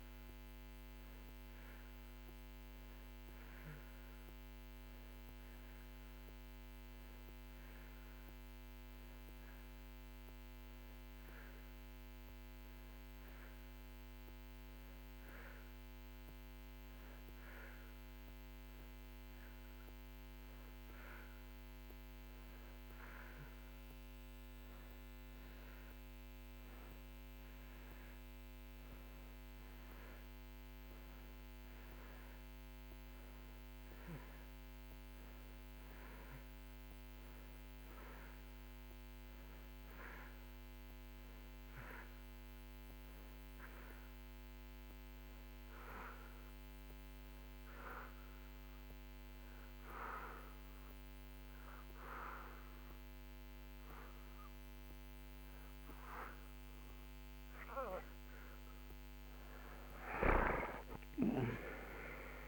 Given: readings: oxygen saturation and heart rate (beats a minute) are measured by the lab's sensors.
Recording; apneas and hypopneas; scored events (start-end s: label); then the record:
breathing in sleep by a microphone on the trachea; 2
0.00-4.50 s: oxygen desaturation (device-marked, oxygen 89% lowest)
8.50-21.00 s: hypopnea (oxygen 92% before, 89% lowest)
23.00-28.00 s: arousal
33.50-53.50 s: oxygen desaturation (device-marked, oxygen 93% before, 89% lowest)
47.00-57.00 s: hypopnea (oxygen 93% before, 87% lowest)
59.50-62.48 s: arousal
From the record:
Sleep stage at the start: N2 (light sleep); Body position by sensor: on the back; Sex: male